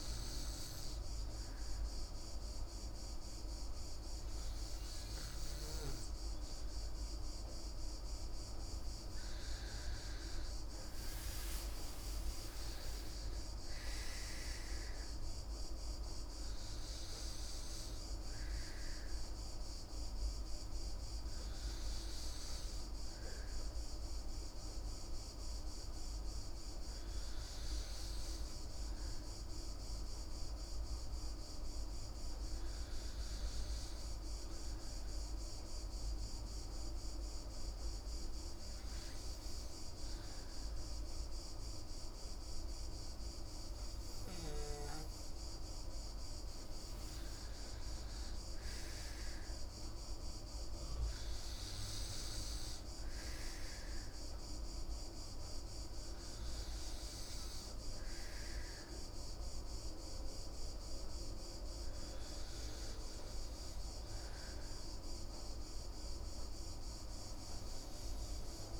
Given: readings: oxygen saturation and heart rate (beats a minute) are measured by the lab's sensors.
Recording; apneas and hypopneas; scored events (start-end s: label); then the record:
breathing in sleep, hard to hear, by a room microphone; none
53.00-58.00 s: arousal
From the record:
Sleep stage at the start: N3 (deep sleep); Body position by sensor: on the back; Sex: female